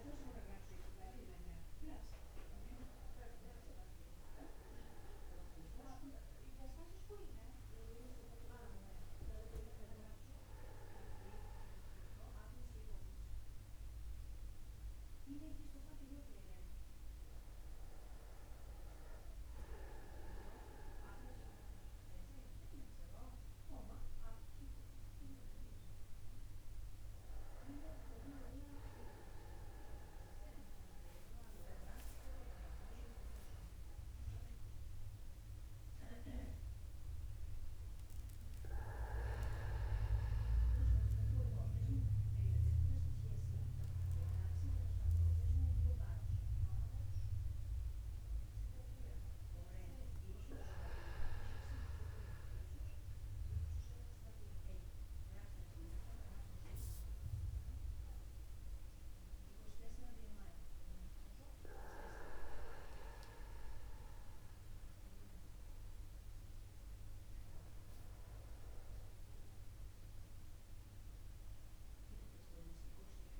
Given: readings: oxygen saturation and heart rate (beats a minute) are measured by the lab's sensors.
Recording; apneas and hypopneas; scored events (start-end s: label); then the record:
a person awake in a sleep study, by a room microphone; none
4.00-6.00 s: long interval between heartbeats (device-marked, heart rate 135 before, 130 extreme)
10.00-12.00 s: long interval between heartbeats (device-marked, heart rate 136 before, 87 extreme)
18.50-20.50 s: long interval between heartbeats (device-marked, heart rate 101 before, 59 extreme)
21.00-23.00 s: long interval between heartbeats (device-marked, heart rate 93 before, 68 extreme)
31.50-33.50 s: long interval between heartbeats (device-marked, heart rate 60 before, 59 extreme)
53.00-55.00 s: long interval between heartbeats (device-marked, heart rate 57 before, 118 extreme)
57.50-59.50 s: long interval between heartbeats (device-marked, heart rate 77 before, 144 extreme)
60.50-62.50 s: long interval between heartbeats (device-marked, heart rate 91 before, 132 extreme)
67.00-69.00 s: long interval between heartbeats (device-marked, heart rate 116 before, 116 extreme)
From the record:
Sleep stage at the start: awake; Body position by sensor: upright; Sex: male